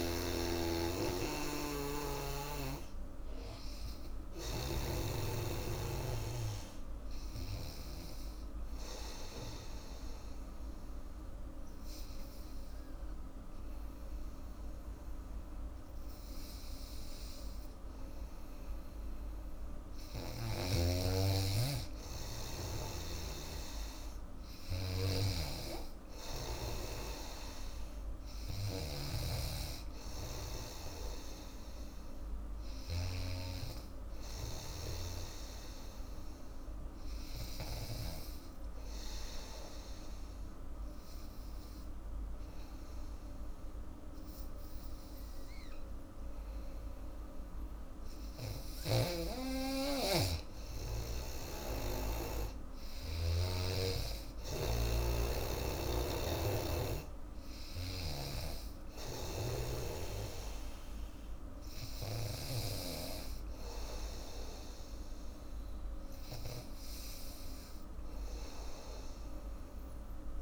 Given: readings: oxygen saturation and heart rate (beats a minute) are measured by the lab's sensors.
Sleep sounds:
breathing in sleep by a room microphone; 2
1.00-18.00 s: oxygen desaturation (device-marked, oxygen 97% before, 90% lowest, heart rate 82 before, 77 extreme)
9.00-20.00 s: obstructive apnea (oxygen 97% before, 90% lowest, heart rate 81 before, 77 extreme, up 9 after)
22.00-24.50 s: arousal
23.00-70.41 s: new sleep stage, N3 (deep sleep)
25.00-38.00 s: snoring (device-marked)
28.00-37.00 s: oxygen desaturation (device-marked, oxygen 99% before, 94% lowest, heart rate 83 before, 80 extreme)
40.50-51.50 s: obstructive apnea (oxygen 99% before, 92% lowest, heart rate 84 before, 81 extreme, up 2 after)
52.00-68.00 s: oxygen desaturation (device-marked, oxygen 97% before, 92% lowest, heart rate 82 before, 81 extreme)
53.00-56.50 s: arousal
56.00-62.50 s: snoring (device-marked)
From the record:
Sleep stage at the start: N2 (light sleep); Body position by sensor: on the back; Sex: female

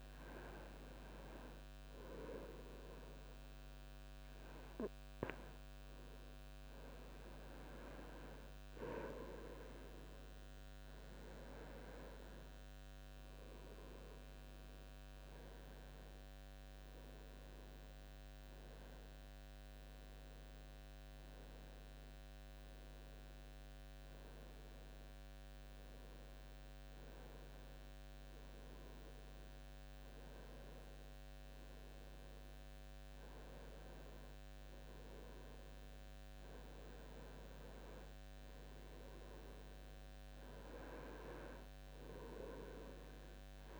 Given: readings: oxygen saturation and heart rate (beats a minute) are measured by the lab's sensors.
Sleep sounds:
breathing in sleep by a microphone on the trachea; none
none scored
From the record:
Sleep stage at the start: N2 (light sleep); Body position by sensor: on the right side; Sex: male

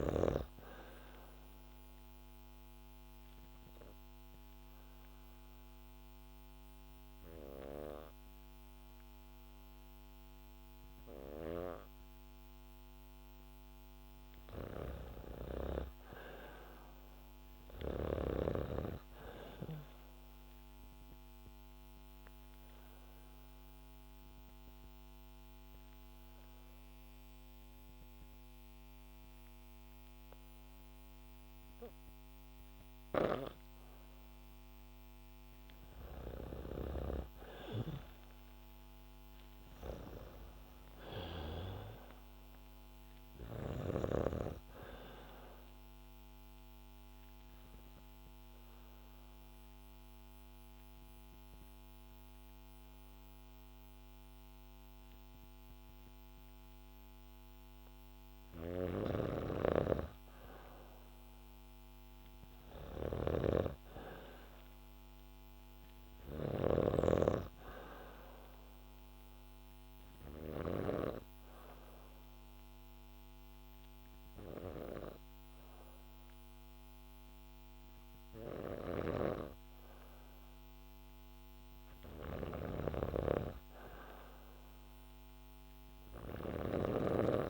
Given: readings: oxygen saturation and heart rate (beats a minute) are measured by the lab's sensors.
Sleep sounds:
breathing in sleep by a microphone on the trachea; 4
2.00-13.50 s: obstructive apnea (oxygen 100% before, 95% lowest, heart rate 68 before, 63 extreme, up 7 after)
21.00-34.50 s: obstructive apnea (oxygen 100% before, 95% lowest, heart rate 66 before, 65 extreme, up 1 after)
32.50-36.50 s: snoring (device-marked)
37.00-41.50 s: arousal
46.00-58.50 s: obstructive apnea (oxygen 99% before, 95% lowest, heart rate 67 before, 64 extreme, up 1 after)
58.50-70.50 s: snoring (device-marked)
62.50-65.50 s: arousal
71.50-81.50 s: obstructive apnea (oxygen 99% before, 94% lowest, heart rate 68 before, 64 extreme, up 4 after)
78.50-87.50 s: snoring (device-marked)
84.00-87.50 s: arousal
From the record:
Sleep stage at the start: N2 (light sleep); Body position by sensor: on the back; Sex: female

